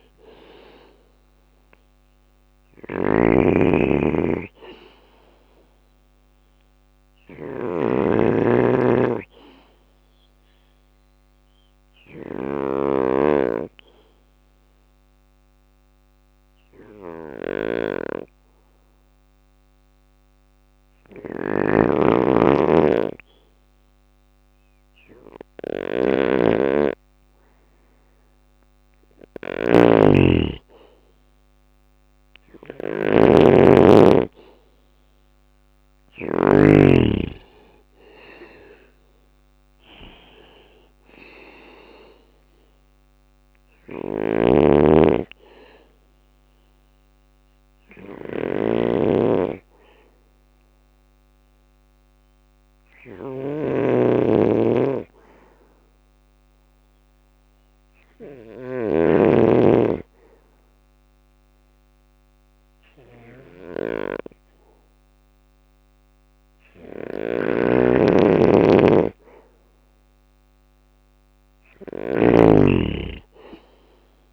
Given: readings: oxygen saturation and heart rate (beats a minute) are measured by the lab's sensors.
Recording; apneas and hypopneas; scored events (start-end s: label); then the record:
breathing in sleep by a microphone on the trachea; 3
0.00-7.50 s: drop in pulse transit time (device-marked, heart rate 60 extreme)
1.50-35.50 s: snoring (device-marked)
4.50-17.50 s: bradycardia (device-marked, heart rate 61 before, 58 extreme)
8.50-25.50 s: obstructive apnea (oxygen 97% before, 93% lowest, heart rate 61 before, 57 extreme, up 3 after)
21.50-35.50 s: drop in pulse transit time (device-marked, heart rate 60 before, 57 extreme)
23.50-34.50 s: bradycardia (device-marked, heart rate 61 before, 57 extreme)
32.50-36.50 s: arousal
42.50-53.00 s: hypopnea (oxygen 98% before, 93% lowest, heart rate 60 before, 56 extreme, up 2 after)
42.50-56.50 s: oxygen desaturation (device-marked, oxygen 97% before, 93% lowest, heart rate 60 before, 56 extreme)
43.00-74.33 s: snoring (device-marked)
46.50-49.50 s: bradycardia (device-marked, heart rate 61 before, 60 extreme)
54.50-57.00 s: arousal
58.50-69.50 s: obstructive apnea (oxygen 98% before, 94% lowest, heart rate 61 before, 56 extreme, up 4 after)
62.50-72.50 s: bradycardia (device-marked, heart rate 61 before, 56 extreme)
71.50-74.33 s: arousal
From the record:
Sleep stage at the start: N2 (light sleep); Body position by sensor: on the back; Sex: male